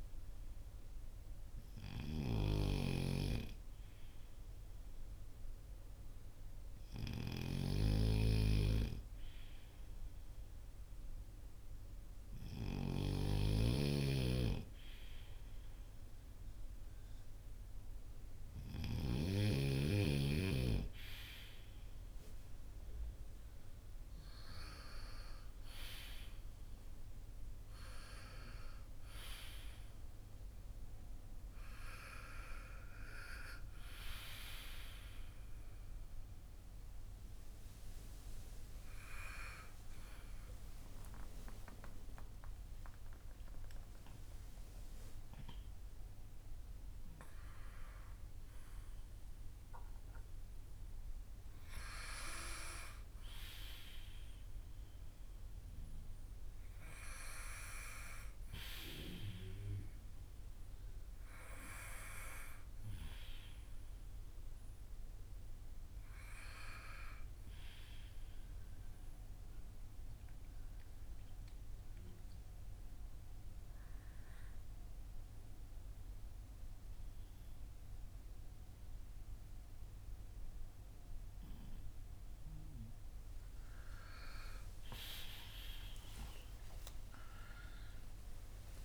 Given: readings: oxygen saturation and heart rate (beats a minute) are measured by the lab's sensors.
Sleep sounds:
breathing in sleep by a room microphone; 1
0.00-12.50 s: snoring (device-marked)
24.00-88.84 s: new sleep stage, N2 (light sleep)
64.00-67.50 s: arousal
69.00-82.50 s: obstructive apnea (oxygen 97% before, 94% lowest, heart rate 65 before, 56 extreme, up 12 after)
84.50-88.84 s: arousal
From the record:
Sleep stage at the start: N3 (deep sleep); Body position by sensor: on the front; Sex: male

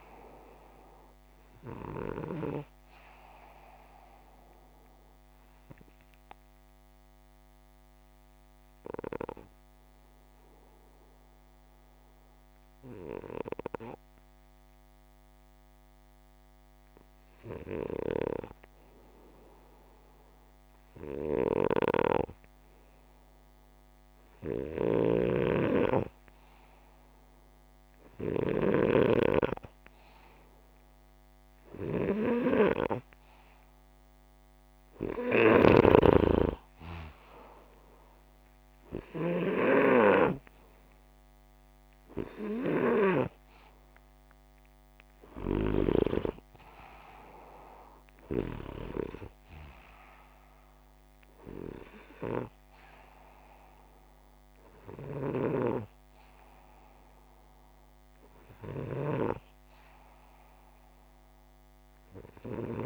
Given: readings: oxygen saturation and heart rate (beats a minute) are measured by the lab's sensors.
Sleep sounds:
breathing in sleep by a microphone on the trachea; 1
4.00-16.50 s: obstructive apnea (oxygen 94% before, 89% lowest, heart rate 88 before, 85 extreme)
18.00-22.00 s: arousal
24.00-28.00 s: snoring (device-marked)
From the record:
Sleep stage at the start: N2 (light sleep); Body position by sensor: upright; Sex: male

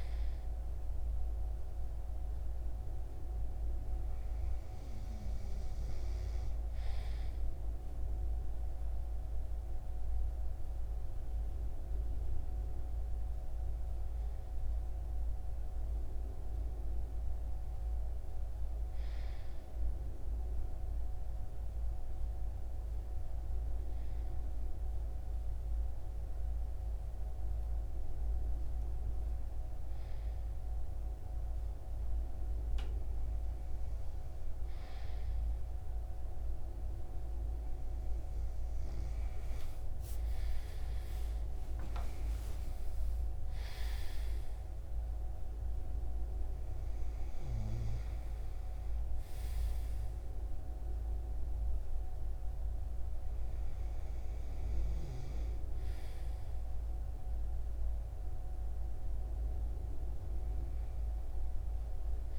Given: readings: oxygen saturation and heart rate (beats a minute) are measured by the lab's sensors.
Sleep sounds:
breathing in sleep, hard to hear, by a room microphone; 1
1.00-62.39 s: new sleep stage, REM sleep
20.00-35.00 s: hypopnea (oxygen 95% before, 93% lowest, heart rate 162 before, 152 extreme, up 20 after)
39.50-45.00 s: arousal
From the record:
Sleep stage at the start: N2 (light sleep); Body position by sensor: on the right side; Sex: male

